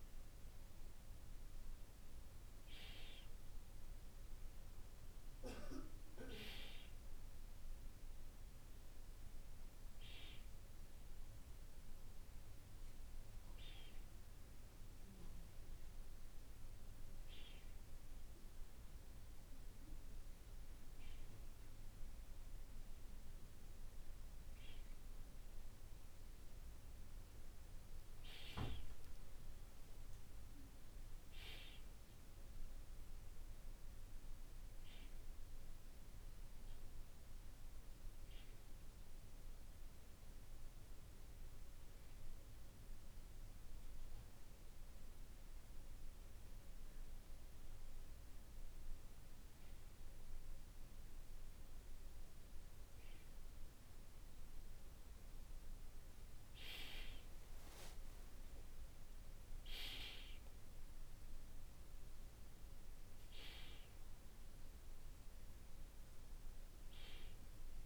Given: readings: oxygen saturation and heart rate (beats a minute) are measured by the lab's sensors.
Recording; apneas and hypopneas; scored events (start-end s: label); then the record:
breathing in sleep by a room microphone; none
56.50-60.00 s: arousal
From the record:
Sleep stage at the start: N2 (light sleep); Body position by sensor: on the back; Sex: male